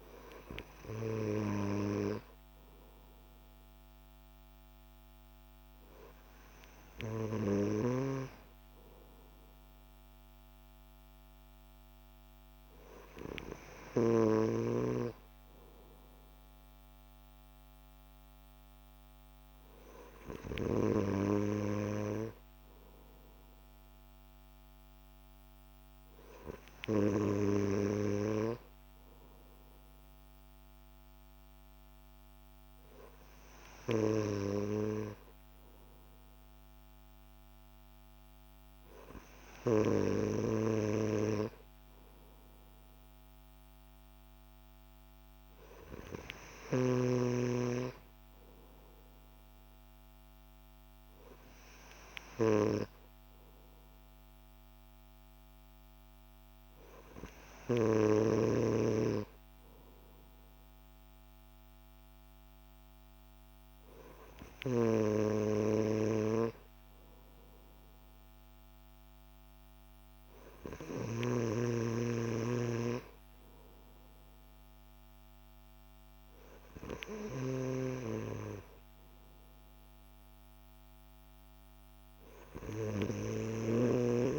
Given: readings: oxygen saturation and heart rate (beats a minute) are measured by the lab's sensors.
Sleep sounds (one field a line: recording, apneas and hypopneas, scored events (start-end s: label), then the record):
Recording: breathing in sleep by a microphone on the trachea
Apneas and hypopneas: none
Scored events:
none scored
From the record:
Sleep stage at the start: N3 (deep sleep)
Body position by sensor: on the back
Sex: male